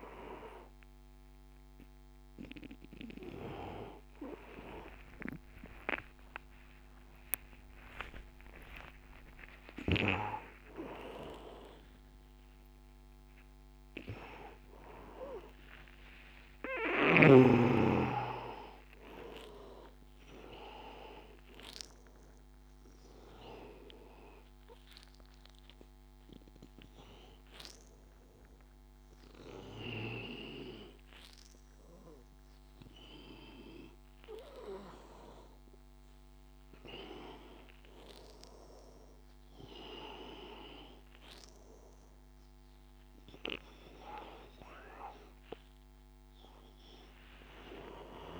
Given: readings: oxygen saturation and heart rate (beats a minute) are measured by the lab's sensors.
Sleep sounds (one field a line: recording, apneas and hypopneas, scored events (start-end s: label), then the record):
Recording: a person awake in a sleep study, by a microphone on the trachea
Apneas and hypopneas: none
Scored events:
0.00-10.50 s: oxygen desaturation (device-marked, oxygen 84% lowest, heart rate 90 extreme)
4.50-6.50 s: long interval between heartbeats (device-marked, heart rate 94 before, 107 extreme)
From the record:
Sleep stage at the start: awake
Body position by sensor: on the back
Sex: male